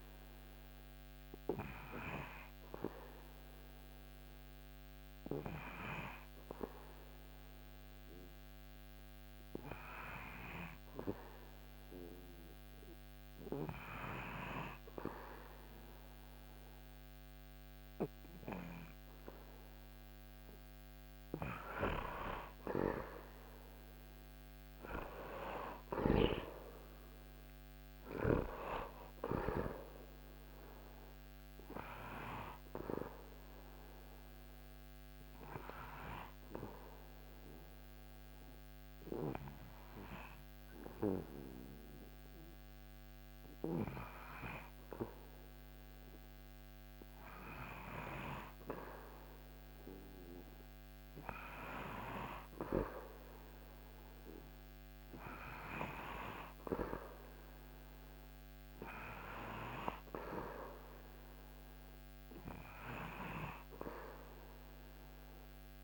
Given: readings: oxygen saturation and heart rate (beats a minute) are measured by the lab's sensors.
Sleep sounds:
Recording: breathing in sleep by a microphone on the trachea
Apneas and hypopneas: 2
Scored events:
0.00-2.50 s: oxygen desaturation (device-marked, oxygen 94% lowest, heart rate 77 extreme)
2.00-20.50 s: hypopnea (oxygen 98% before, 93% lowest, heart rate 80 before, 76 extreme, up 5 after)
20.50-35.50 s: oxygen desaturation (device-marked, oxygen 98% before, 93% lowest, heart rate 79 before, 76 extreme)
22.50-26.00 s: arousal
35.00-46.00 s: hypopnea (oxygen 98% before, 93% lowest, heart rate 81 before, 77 extreme, up 4 after)
47.50-51.50 s: arousal
51.50-64.50 s: oxygen desaturation (device-marked, oxygen 98% before, 95% lowest, heart rate 78 before, 76 extreme)
From the record:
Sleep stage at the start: N2 (light sleep)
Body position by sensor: on the back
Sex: male

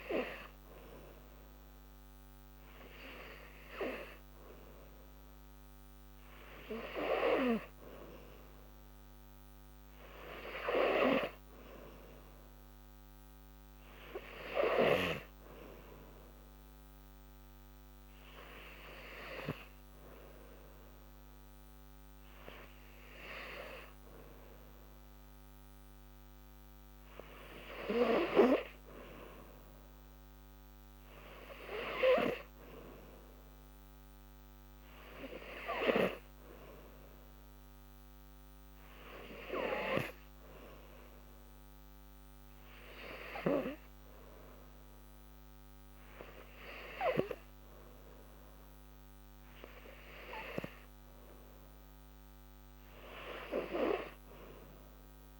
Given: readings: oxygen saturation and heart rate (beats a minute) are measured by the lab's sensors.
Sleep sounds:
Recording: breathing in sleep by a microphone on the trachea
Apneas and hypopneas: 1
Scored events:
38.00-50.00 s: hypopnea (oxygen 95% before, 92% lowest, heart rate 77 before, 75 extreme, up 0 after)
52.00-55.00 s: arousal
From the record:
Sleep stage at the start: N3 (deep sleep)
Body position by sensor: on the back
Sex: female

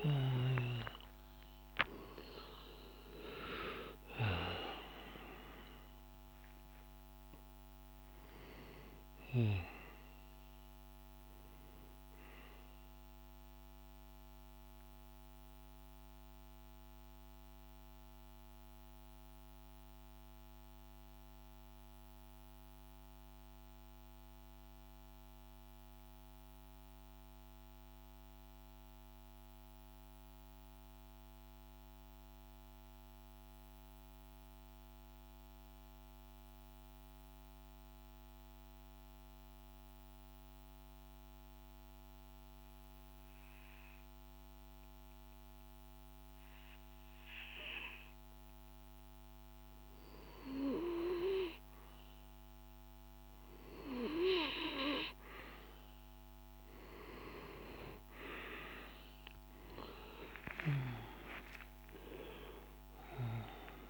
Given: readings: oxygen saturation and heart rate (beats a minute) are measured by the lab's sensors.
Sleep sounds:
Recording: breathing in sleep by a microphone on the trachea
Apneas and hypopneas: 1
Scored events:
0.00-1.00 s: arousal
0.50-27.50 s: oxygen desaturation (device-marked, oxygen 99% before, 93% lowest, heart rate 59 before, 52 extreme)
16.50-43.50 s: mixed apnea (oxygen 99% before, 90% lowest, heart rate 74 before, 52 extreme, up 2 after)
42.50-63.90 s: oxygen desaturation (device-marked, oxygen 100% before, 90% lowest, heart rate 52 before, 53 extreme)
57.50-62.00 s: arousal
From the record:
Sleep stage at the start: REM sleep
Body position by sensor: on the back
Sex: male

